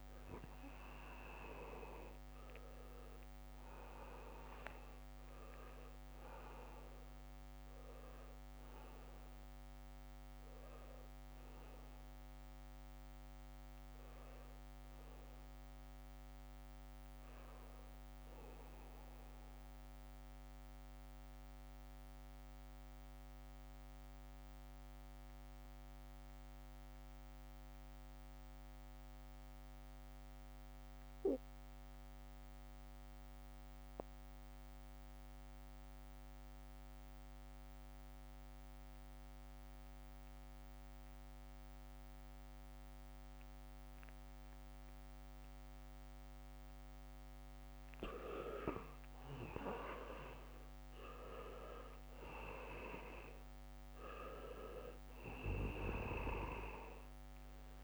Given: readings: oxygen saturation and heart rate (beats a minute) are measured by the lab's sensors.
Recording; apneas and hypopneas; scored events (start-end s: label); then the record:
breathing in sleep by a microphone on the trachea; 1
0.00-21.50 s: oxygen desaturation (device-marked, oxygen 83% lowest, heart rate 62 extreme)
4.00-9.00 s: leg movement (device-marked)
7.50-46.50 s: obstructive apnea (oxygen 100% before, 82% lowest, heart rate 74 before, 66 extreme)
42.50-57.84 s: oxygen desaturation (device-marked, oxygen 98% before, 83% lowest, heart rate 72 before, 66 extreme)
50.00-53.50 s: arousal
From the record:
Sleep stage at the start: N2 (light sleep); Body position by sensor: on the back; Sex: male